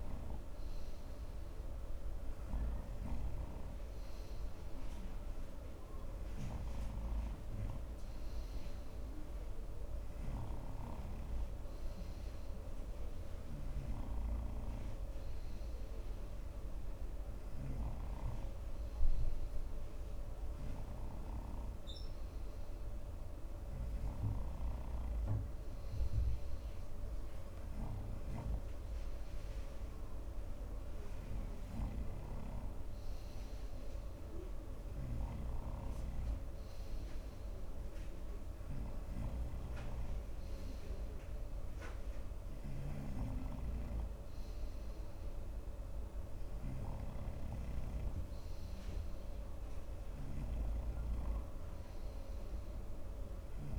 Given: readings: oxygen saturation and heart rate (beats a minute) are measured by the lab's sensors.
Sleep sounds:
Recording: breathing in sleep, hard to hear, by a room microphone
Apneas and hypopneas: none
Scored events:
none scored
From the record:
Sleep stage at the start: N2 (light sleep)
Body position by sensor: on the front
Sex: male

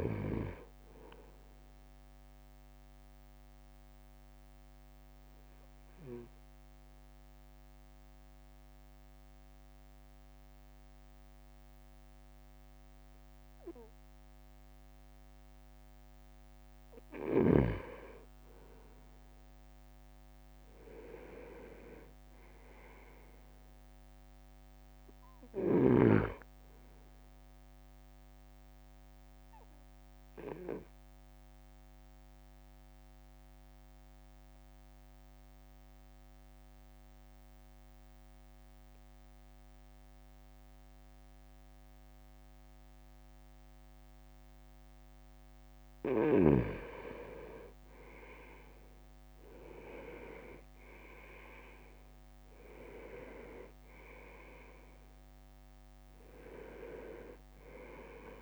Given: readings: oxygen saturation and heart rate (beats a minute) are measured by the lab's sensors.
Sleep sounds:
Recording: breathing in sleep by a microphone on the trachea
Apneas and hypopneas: 2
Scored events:
0.00-1.50 s: drop in pulse transit time (device-marked, heart rate 54 extreme)
2.50-16.00 s: obstructive apnea (oxygen 99% before, 95% lowest, heart rate 55 before, 54 extreme, up 7 after)
19.50-22.50 s: arousal
19.50-31.50 s: drop in pulse transit time (device-marked, heart rate 54 before, 54 extreme)
20.00-23.50 s: leg movement (device-marked)
28.50-46.50 s: obstructive apnea (oxygen 100% before, 95% lowest, heart rate 57 before, 52 extreme, up 2 after)
48.50-49.50 s: leg movement (device-marked)
49.50-52.50 s: arousal
50.50-58.42 s: drop in pulse transit time (device-marked, heart rate 54 before, 54 extreme)
From the record:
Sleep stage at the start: N2 (light sleep)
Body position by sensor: on the right side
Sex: male

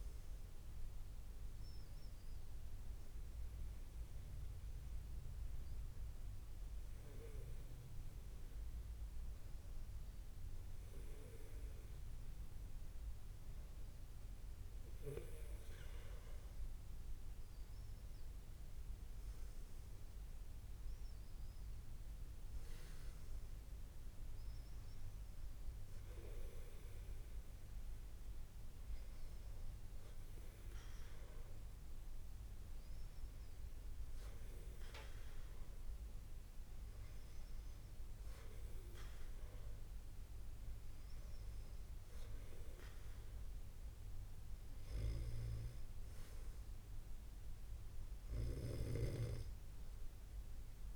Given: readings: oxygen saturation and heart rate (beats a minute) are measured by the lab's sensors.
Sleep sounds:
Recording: breathing in sleep by a room microphone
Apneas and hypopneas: none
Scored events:
none scored
From the record:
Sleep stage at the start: N2 (light sleep)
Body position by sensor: on the back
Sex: male

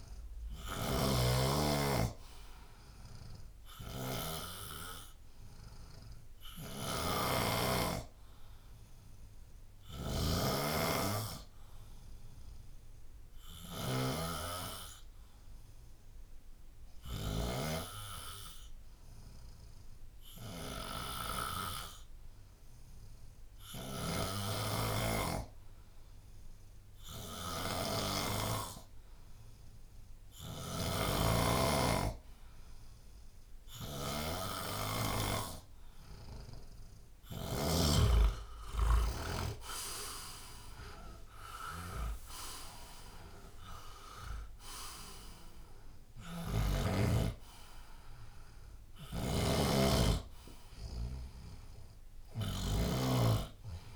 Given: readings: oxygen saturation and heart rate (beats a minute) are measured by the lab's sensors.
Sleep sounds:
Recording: breathing in sleep by a room microphone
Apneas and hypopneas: 1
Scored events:
0.00-17.50 s: snoring (device-marked)
0.00-21.00 s: oxygen desaturation (device-marked, oxygen 86% lowest, heart rate 64 extreme)
9.00-31.50 s: hypopnea (oxygen 92% before, 86% lowest, heart rate 78 before, 64 extreme, up 3 after)
39.00-43.00 s: arousal
42.00-53.96 s: oxygen desaturation (device-marked, oxygen 93% before, 90% lowest, heart rate 73 before, 69 extreme)
46.00-53.00 s: snoring (device-marked)
From the record:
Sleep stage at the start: N2 (light sleep)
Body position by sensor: on the left side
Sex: male

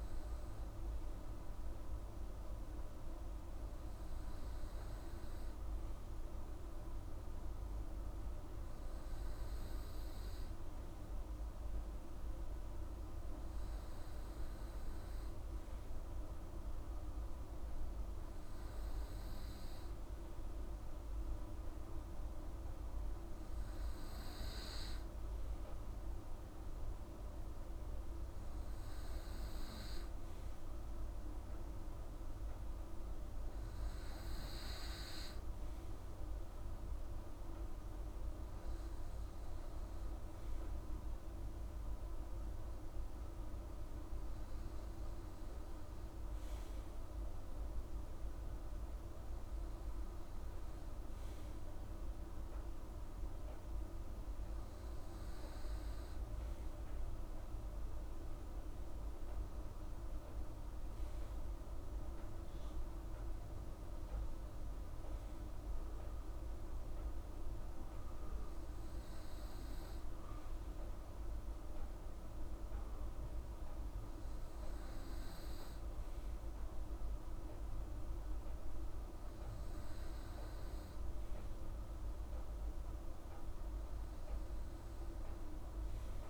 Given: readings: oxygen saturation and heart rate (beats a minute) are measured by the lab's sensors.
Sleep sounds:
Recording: breathing in sleep, hard to hear, by a room microphone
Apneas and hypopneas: none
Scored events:
none scored
From the record:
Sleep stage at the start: N2 (light sleep)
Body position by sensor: on the right side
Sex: female

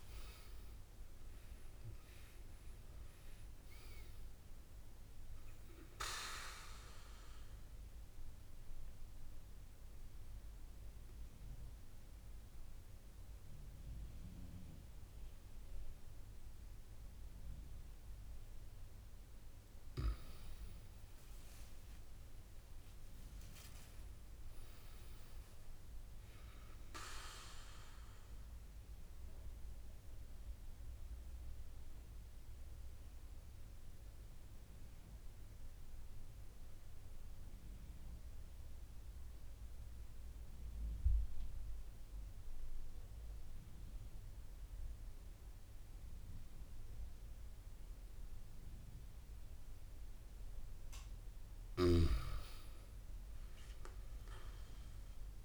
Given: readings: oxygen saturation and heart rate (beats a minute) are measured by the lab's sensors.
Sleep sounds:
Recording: breathing in sleep by a room microphone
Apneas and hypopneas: 2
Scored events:
0.00-9.50 s: oxygen desaturation (device-marked, oxygen 92% lowest)
6.00-18.50 s: obstructive apnea (oxygen 98% before, 92% lowest)
20.50-23.00 s: arousal
29.00-50.00 s: obstructive apnea (oxygen 98% before, 94% lowest)
51.50-55.45 s: snoring (device-marked)
54.00-55.45 s: arousal
From the record:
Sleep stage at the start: N2 (light sleep)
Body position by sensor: on the back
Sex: male

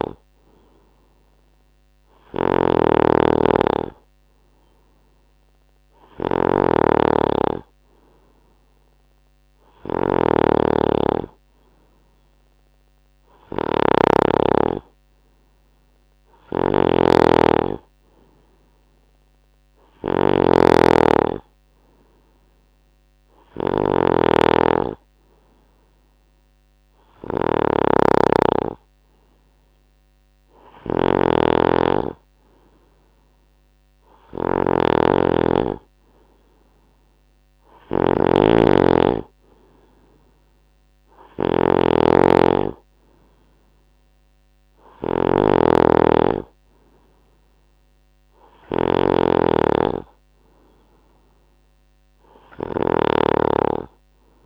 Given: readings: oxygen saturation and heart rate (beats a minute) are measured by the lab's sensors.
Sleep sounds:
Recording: breathing in sleep by a microphone on the trachea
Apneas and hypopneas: none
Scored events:
0.00-54.46 s: snoring (device-marked)
From the record:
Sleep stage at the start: N2 (light sleep)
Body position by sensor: on the right side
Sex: male

